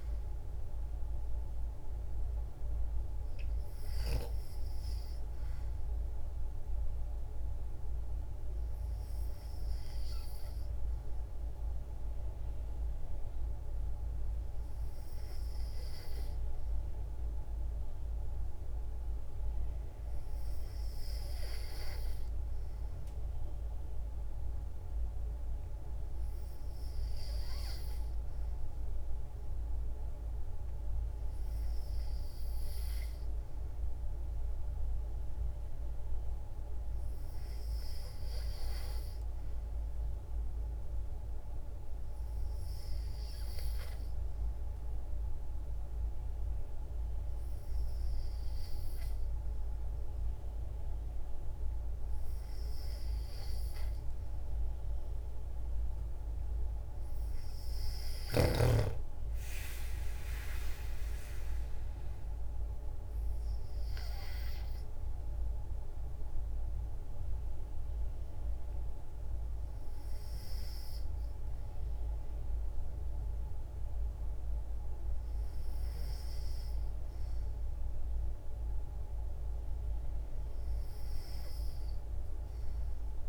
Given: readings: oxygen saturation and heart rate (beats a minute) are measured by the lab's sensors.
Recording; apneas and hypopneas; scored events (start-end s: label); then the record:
breathing in sleep, hard to hear, by a room microphone; none
none scored
From the record:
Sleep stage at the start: N2 (light sleep); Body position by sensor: on the back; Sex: female